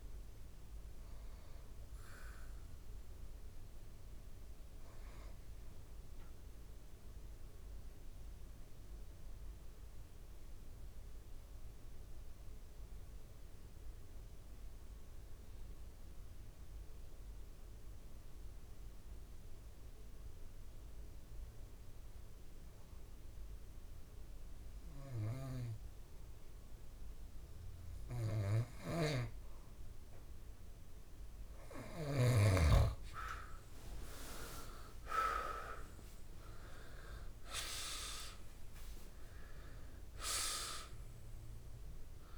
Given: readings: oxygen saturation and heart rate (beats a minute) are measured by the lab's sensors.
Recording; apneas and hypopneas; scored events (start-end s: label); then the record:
breathing in sleep by a room microphone; 1
0.00-8.50 s: oxygen desaturation (device-marked, oxygen 84% lowest)
6.50-28.50 s: central apnea (oxygen 95% before, 85% lowest, heart rate 67 before, 64 extreme, up 25 after)
26.50-42.37 s: oxygen desaturation (device-marked, oxygen 98% before, 85% lowest, heart rate 64 before, 63 extreme)
33.50-38.50 s: arousal
From the record:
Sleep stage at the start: N2 (light sleep); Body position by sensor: on the back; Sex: male